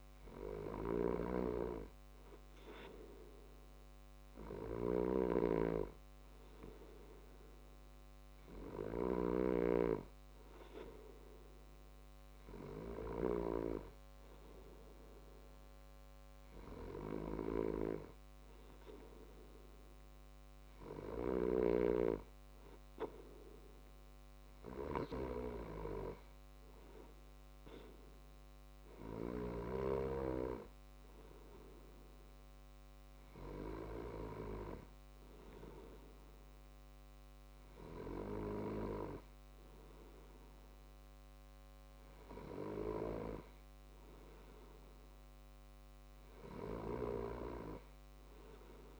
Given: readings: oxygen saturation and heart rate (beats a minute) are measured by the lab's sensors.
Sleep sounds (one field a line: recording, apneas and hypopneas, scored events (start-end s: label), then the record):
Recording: breathing in sleep by a microphone on the trachea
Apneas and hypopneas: none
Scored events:
none scored
From the record:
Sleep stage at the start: N2 (light sleep)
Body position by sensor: on the left side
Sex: male